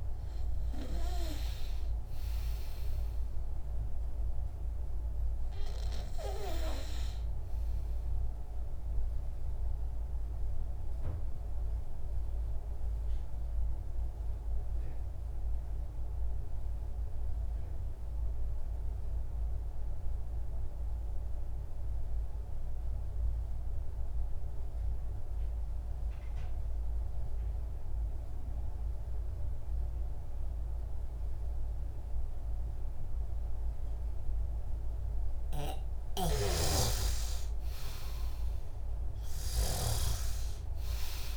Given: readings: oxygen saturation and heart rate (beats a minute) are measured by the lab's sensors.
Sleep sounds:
breathing in sleep by a room microphone; 1
0.00-21.00 s: oxygen desaturation (device-marked, oxygen 89% lowest, heart rate 58 extreme)
9.50-35.50 s: obstructive apnea (oxygen 98% before, 89% lowest, heart rate 71 before, 58 extreme, up 16 after)
35.00-41.37 s: oxygen desaturation (device-marked, oxygen 99% before, 89% lowest, heart rate 63 before, 60 extreme)
35.50-39.50 s: snoring (device-marked)
37.00-40.50 s: arousal
From the record:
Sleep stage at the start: N2 (light sleep); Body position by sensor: on the back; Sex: male

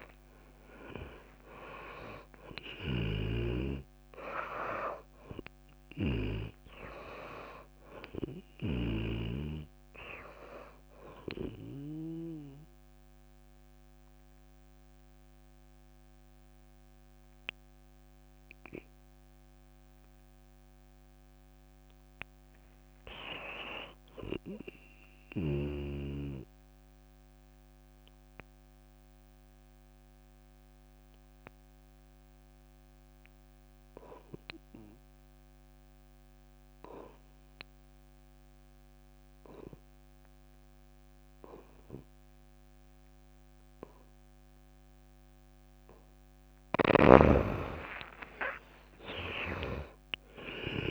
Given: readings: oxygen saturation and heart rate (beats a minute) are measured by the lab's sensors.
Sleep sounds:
breathing in sleep by a microphone on the trachea; 2
0.00-1.00 s: arousal
0.00-9.50 s: snoring (device-marked)
0.00-15.50 s: oxygen desaturation (device-marked, oxygen 78% lowest)
12.50-22.50 s: obstructive apnea (oxygen 96% before, 74% lowest)
23.00-26.00 s: arousal
28.50-46.00 s: obstructive apnea (oxygen 98% before, 74% lowest)
32.50-50.91 s: oxygen desaturation (device-marked, oxygen 98% before, 74% lowest)
47.50-50.91 s: arousal
From the record:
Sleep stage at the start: N2 (light sleep); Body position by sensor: on the back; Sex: female

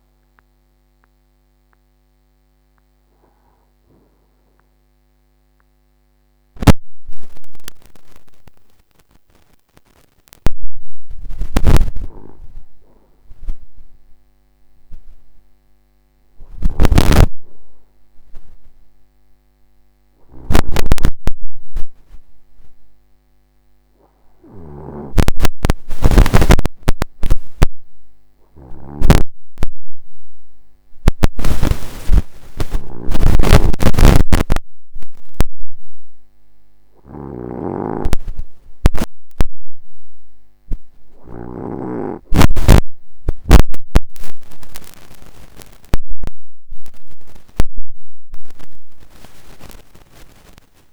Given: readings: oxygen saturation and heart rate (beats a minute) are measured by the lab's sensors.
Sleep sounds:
breathing in sleep by a microphone on the trachea; 1
0.00-13.00 s: oxygen desaturation (device-marked, oxygen 89% lowest, heart rate 60 extreme)
7.50-37.50 s: hypopnea (oxygen 96% before, 84% lowest, heart rate 92 before, 65 extreme, up 21 after)
42.50-45.50 s: arousal
From the record:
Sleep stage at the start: N2 (light sleep); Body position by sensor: on the front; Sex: male

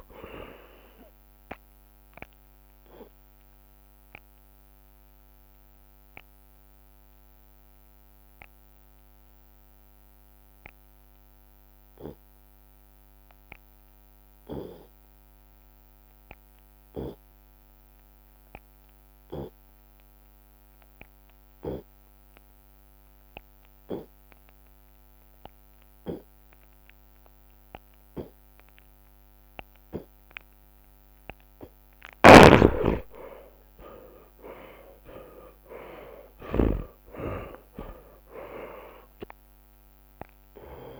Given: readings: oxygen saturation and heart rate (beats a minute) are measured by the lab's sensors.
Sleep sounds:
breathing in sleep by a microphone on the trachea; 1
0.00-8.00 s: drop in pulse transit time (device-marked)
0.50-2.50 s: long interval between heartbeats (device-marked, heart rate 46 before, 119 extreme)
2.50-30.50 s: obstructive apnea (oxygen 99% before, 83% lowest, heart rate 59 before, 48 extreme, up 30 after)
3.00-9.00 s: oxygen desaturation (device-marked, oxygen 99% before, 95% lowest, heart rate 64 before, 48 extreme)
17.00-30.00 s: oxygen desaturation (device-marked, oxygen 96% before, 85% lowest, heart rate 84 before, 48 extreme)
27.50-29.50 s: long interval between heartbeats (device-marked, heart rate 59 before, 58 extreme)
31.00-41.00 s: drop in pulse transit time (device-marked, heart rate 57 before, 50 extreme)
32.00-37.00 s: snoring (device-marked)
32.50-37.50 s: arousal
From the record:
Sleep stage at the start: N2 (light sleep); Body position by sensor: on the right side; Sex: male

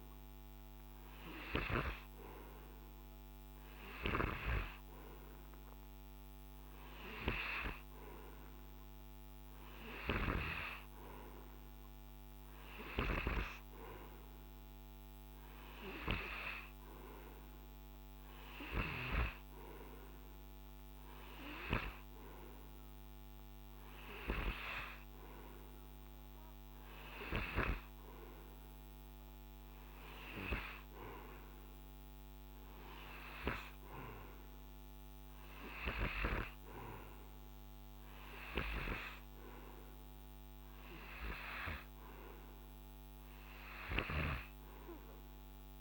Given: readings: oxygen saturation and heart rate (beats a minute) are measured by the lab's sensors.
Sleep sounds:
breathing in sleep by a microphone on the trachea; none
12.50-19.00 s: snoring (device-marked)
From the record:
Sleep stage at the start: N2 (light sleep); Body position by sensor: on the right side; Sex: male

